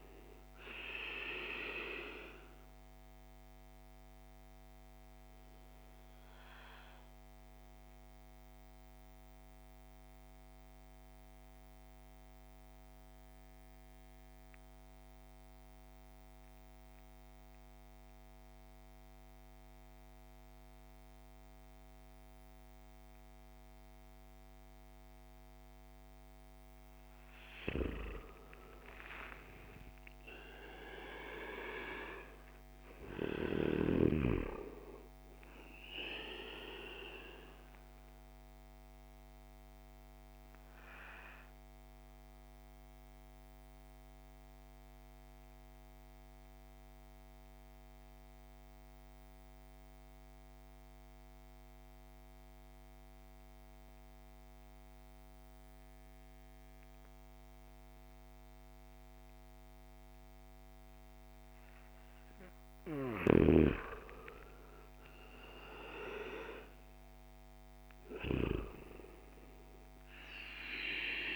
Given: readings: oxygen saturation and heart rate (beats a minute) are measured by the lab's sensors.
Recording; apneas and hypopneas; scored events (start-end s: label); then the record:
breathing in sleep by a microphone on the trachea; 2
0.50-26.50 s: oxygen desaturation (device-marked, oxygen 99% before, 86% lowest)
1.50-26.00 s: obstructive apnea (oxygen 99% before, 86% lowest)
28.50-33.00 s: arousal
31.50-60.50 s: oxygen desaturation (device-marked, oxygen 98% before, 88% lowest)
38.50-61.00 s: central apnea (oxygen 98% before, 86% lowest)
63.50-66.50 s: arousal
69.50-71.36 s: oxygen desaturation (device-marked, oxygen 98% before, 87% lowest)
From the record:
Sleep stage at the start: N2 (light sleep); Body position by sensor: on the back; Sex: male